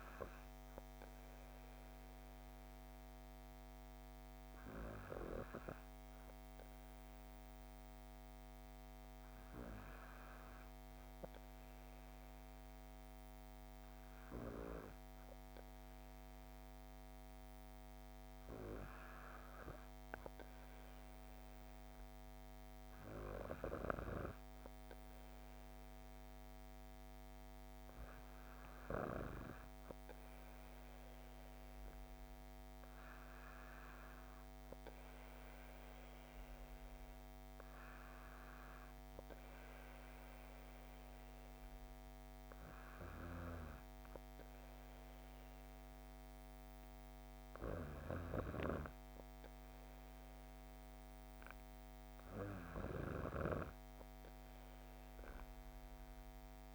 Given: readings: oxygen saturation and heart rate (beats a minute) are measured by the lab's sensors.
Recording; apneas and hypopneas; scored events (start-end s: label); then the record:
breathing in sleep by a microphone on the trachea; none
0.00-3.00 s: oxygen desaturation (device-marked, oxygen 94% lowest, heart rate 58 extreme)
From the record:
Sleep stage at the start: N2 (light sleep); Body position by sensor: on the back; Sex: female